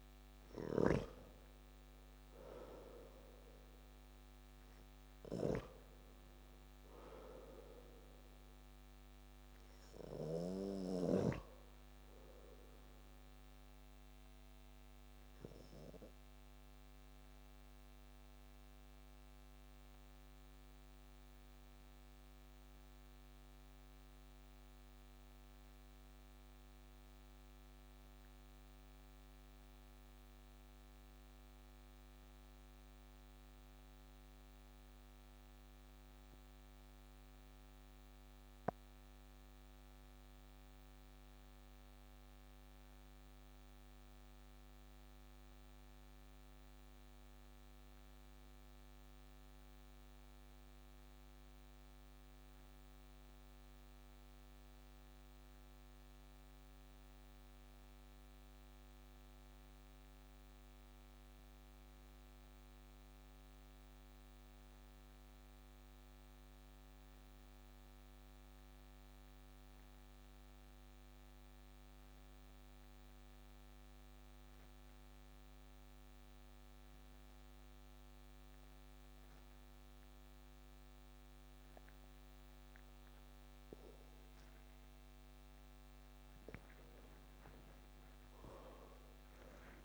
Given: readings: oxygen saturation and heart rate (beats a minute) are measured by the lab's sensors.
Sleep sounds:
breathing in sleep by a microphone on the trachea; 1
0.00-29.00 s: oxygen desaturation (device-marked, oxygen 86% lowest)
14.50-85.50 s: obstructive apnea (oxygen 94% before, 85% lowest)
60.00-89.85 s: oxygen desaturation (device-marked, oxygen 97% before, 85% lowest)
88.50-89.85 s: arousal
From the record:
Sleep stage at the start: N2 (light sleep); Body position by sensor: on the back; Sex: male

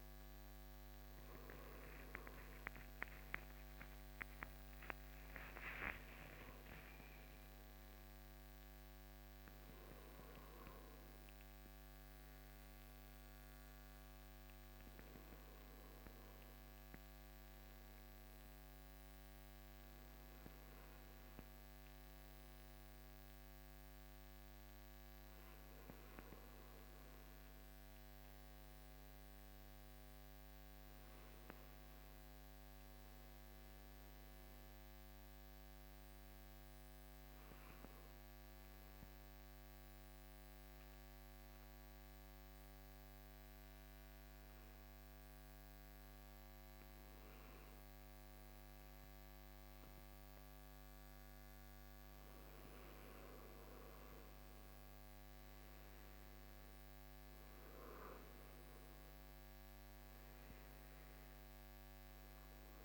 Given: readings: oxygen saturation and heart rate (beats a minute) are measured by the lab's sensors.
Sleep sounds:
breathing in sleep, hard to hear, by a microphone on the trachea; 1
3.00-8.50 s: arousal
37.00-48.50 s: hypopnea (oxygen 96% before, 93% lowest, heart rate 67 before, 66 extreme, up 1 after)
51.50-56.50 s: arousal
60.00-62.85 s: oxygen desaturation (device-marked, oxygen 97% before, 93% lowest, heart rate 67 before, 65 extreme)
From the record:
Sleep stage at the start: N2 (light sleep); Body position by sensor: on the right side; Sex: male

